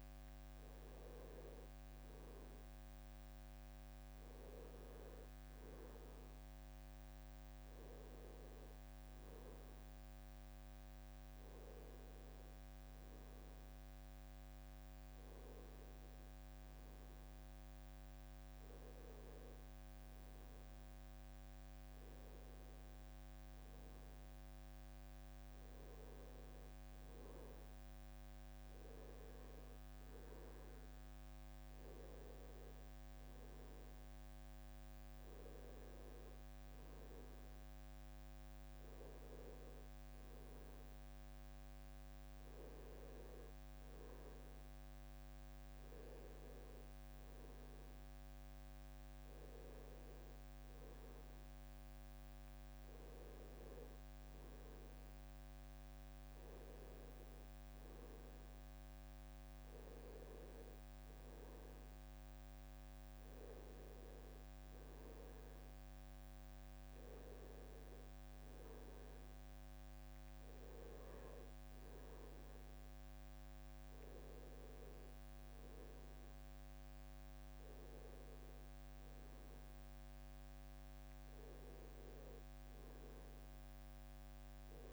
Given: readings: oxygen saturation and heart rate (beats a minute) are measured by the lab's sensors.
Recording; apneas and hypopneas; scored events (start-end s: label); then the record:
breathing in sleep, hard to hear, by a microphone on the trachea; none
none scored
From the record:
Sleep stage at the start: N2 (light sleep); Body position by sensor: on the right side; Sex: male